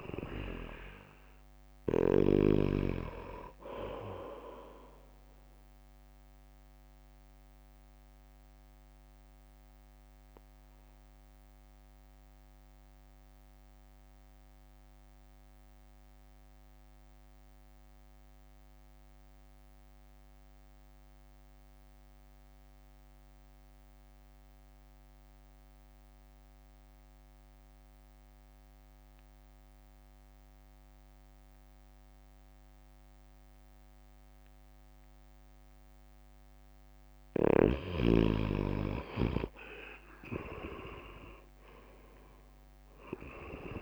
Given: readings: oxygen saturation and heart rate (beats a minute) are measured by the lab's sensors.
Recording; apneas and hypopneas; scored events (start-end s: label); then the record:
breathing in sleep by a microphone on the trachea; 1
0.00-1.00 s: arousal
0.00-6.00 s: oxygen desaturation (device-marked, oxygen 93% lowest, heart rate 48 extreme)
0.00-9.00 s: drop in pulse transit time (device-marked, heart rate 48 extreme)
7.50-37.00 s: mixed apnea (oxygen 98% before, 90% lowest, heart rate 55 before, 49 extreme, up 1 after)
21.00-31.00 s: oxygen desaturation (device-marked, oxygen 95% before, 90% lowest, heart rate 54 before, 49 extreme)
39.00-43.81 s: drop in pulse transit time (device-marked, heart rate 62 before, 49 extreme)
39.50-43.50 s: arousal
42.00-43.81 s: oxygen desaturation (device-marked, oxygen 98% before, 92% lowest, heart rate 62 before, 49 extreme)
From the record:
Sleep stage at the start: N2 (light sleep); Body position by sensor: on the right side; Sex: male